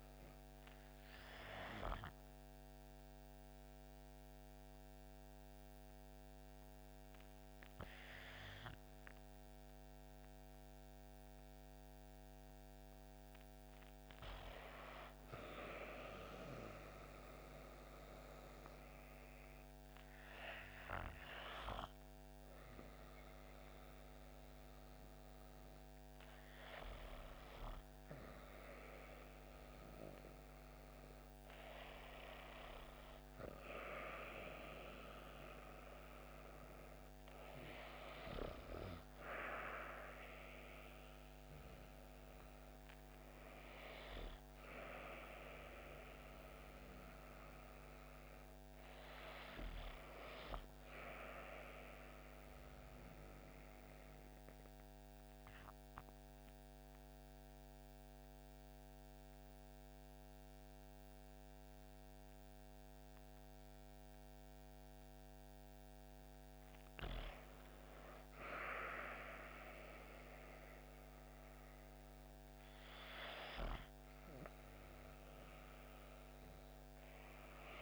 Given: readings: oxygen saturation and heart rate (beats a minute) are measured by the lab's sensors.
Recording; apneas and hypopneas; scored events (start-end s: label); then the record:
breathing in sleep by a microphone on the trachea; 2
2.50-13.00 s: obstructive apnea (oxygen 97% before, 92% lowest)
7.00-22.00 s: oxygen desaturation (device-marked, oxygen 97% before, 93% lowest)
18.50-23.50 s: arousal
39.00-43.00 s: arousal
52.00-67.00 s: obstructive apnea (oxygen 95% before, 90% lowest)
69.50-74.50 s: arousal
From the record:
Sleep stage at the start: REM sleep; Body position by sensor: on the back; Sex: female